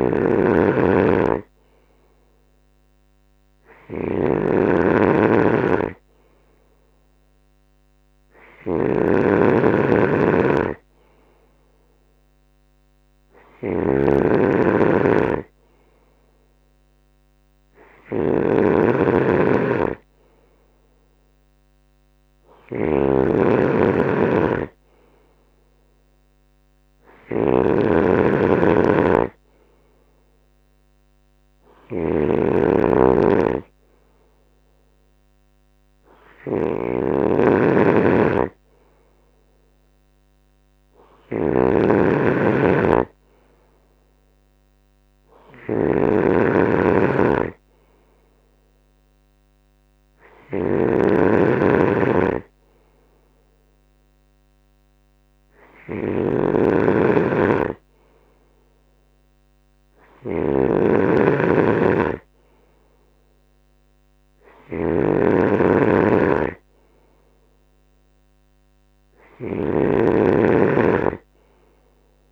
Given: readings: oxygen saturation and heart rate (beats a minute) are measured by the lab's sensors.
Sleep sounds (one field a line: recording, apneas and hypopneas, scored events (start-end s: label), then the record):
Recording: breathing in sleep by a microphone on the trachea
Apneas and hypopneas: none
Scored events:
0.00-72.31 s: snoring (device-marked)
From the record:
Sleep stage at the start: N2 (light sleep)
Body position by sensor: on the right side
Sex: male